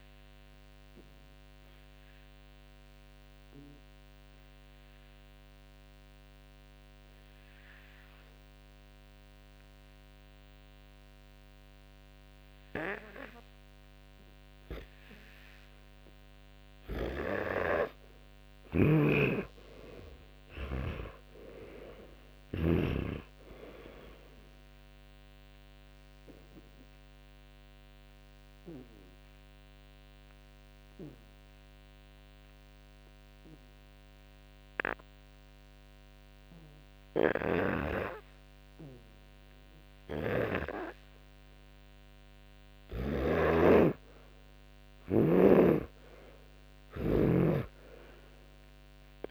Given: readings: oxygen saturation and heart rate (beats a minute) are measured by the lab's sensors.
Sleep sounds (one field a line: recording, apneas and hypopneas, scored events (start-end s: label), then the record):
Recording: breathing in sleep by a microphone on the trachea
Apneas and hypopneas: 2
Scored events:
0.50-15.50 s: obstructive apnea (oxygen 98% before, 92% lowest, heart rate 60 before, 57 extreme, up 48 after)
17.00-20.50 s: arousal
18.50-23.00 s: snoring (device-marked)
27.00-39.50 s: obstructive apnea (oxygen 96% before, 85% lowest, heart rate 73 before, 58 extreme, up 13 after)
40.00-43.50 s: snoring (device-marked)
41.00-44.50 s: arousal
45.50-49.31 s: snoring (device-marked)
From the record:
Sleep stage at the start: N2 (light sleep)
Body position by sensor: on the back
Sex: male